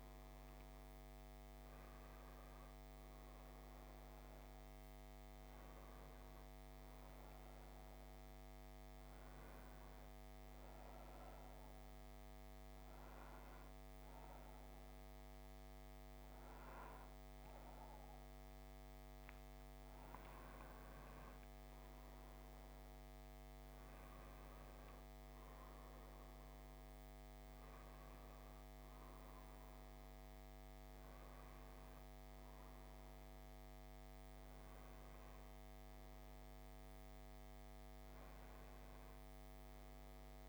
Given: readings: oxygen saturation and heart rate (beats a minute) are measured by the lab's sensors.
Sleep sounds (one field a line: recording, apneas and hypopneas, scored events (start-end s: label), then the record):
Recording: breathing in sleep, hard to hear, by a microphone on the trachea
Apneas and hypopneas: none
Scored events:
39.50-40.49 s: new sleep stage, N2 (light sleep)
From the record:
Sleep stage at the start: N1 (lightest sleep)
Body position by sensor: on the left side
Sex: male